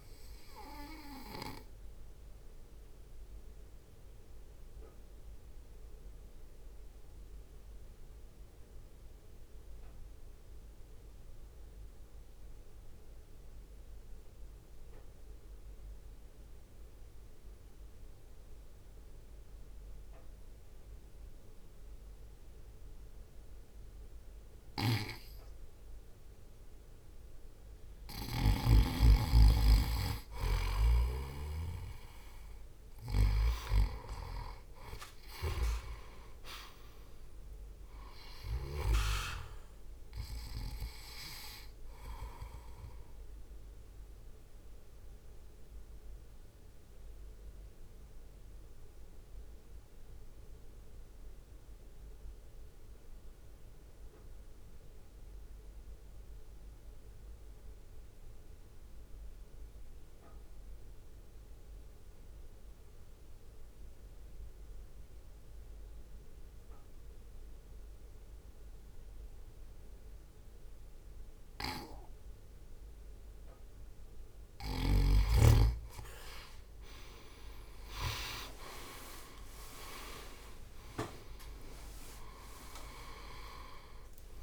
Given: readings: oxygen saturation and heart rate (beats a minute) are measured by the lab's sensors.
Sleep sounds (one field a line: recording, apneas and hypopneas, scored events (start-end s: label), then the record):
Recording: breathing in sleep by a room microphone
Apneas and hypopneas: 2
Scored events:
0.00-3.50 s: oxygen desaturation (device-marked, oxygen 92% lowest, heart rate 52 extreme)
0.00-5.50 s: drop in pulse transit time (device-marked, heart rate 52 extreme)
1.00-27.00 s: obstructive apnea (oxygen 96% before, 89% lowest, heart rate 60 before, 44 extreme)
24.50-42.50 s: oxygen desaturation (device-marked, oxygen 98% before, 92% lowest, heart rate 59 before, 44 extreme)
29.50-33.50 s: arousal
33.50-47.50 s: drop in pulse transit time (device-marked, heart rate 61 before, 44 extreme)
44.00-74.00 s: mixed apnea (oxygen 98% before, 89% lowest, heart rate 57 before, 50 extreme, up 4 after)
56.50-65.50 s: oxygen desaturation (device-marked, oxygen 92% before, 89% lowest, heart rate 52 before, 59 extreme)
78.50-83.00 s: arousal
78.50-84.43 s: drop in pulse transit time (device-marked, heart rate 61 before, 61 extreme)
78.50-84.43 s: oxygen desaturation (device-marked, oxygen 97% before, 92% lowest, heart rate 61 before, 61 extreme)
From the record:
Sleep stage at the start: N2 (light sleep)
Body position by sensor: on the right side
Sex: male